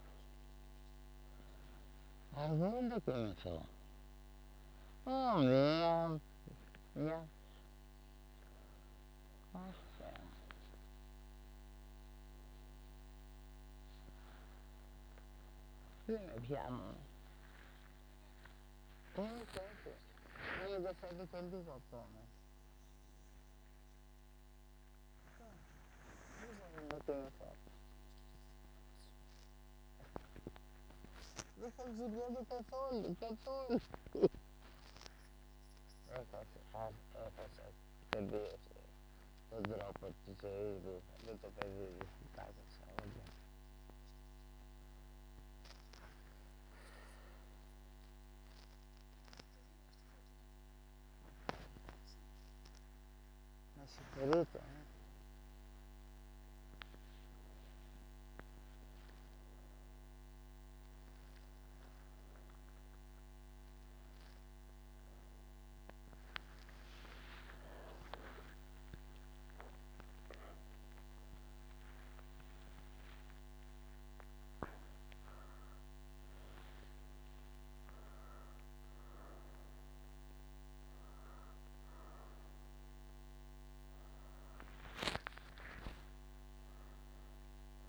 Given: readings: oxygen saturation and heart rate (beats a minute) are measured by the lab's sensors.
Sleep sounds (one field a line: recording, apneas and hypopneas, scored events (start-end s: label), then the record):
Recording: breathing in sleep by a microphone on the trachea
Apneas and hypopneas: none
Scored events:
2.00-87.89 s: new sleep stage, N3 (deep sleep)
3.00-6.50 s: snoring (device-marked)
76.00-87.89 s: oxygen desaturation (device-marked, oxygen 98% before, 94% lowest)
From the record:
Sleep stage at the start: N1 (lightest sleep)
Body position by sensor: on the right side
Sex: female